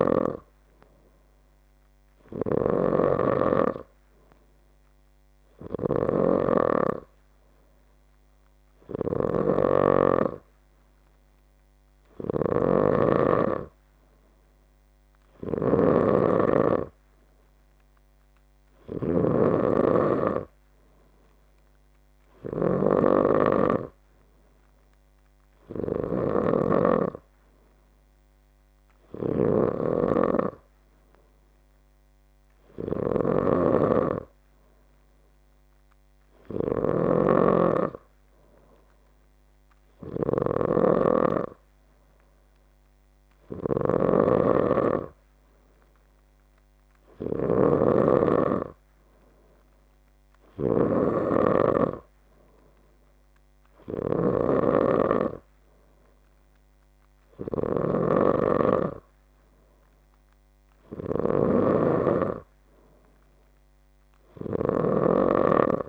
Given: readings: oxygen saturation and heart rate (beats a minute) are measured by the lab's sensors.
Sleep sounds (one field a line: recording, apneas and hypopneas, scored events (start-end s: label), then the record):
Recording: breathing in sleep by a microphone on the trachea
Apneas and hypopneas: none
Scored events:
none scored
From the record:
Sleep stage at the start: N3 (deep sleep)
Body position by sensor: on the left side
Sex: male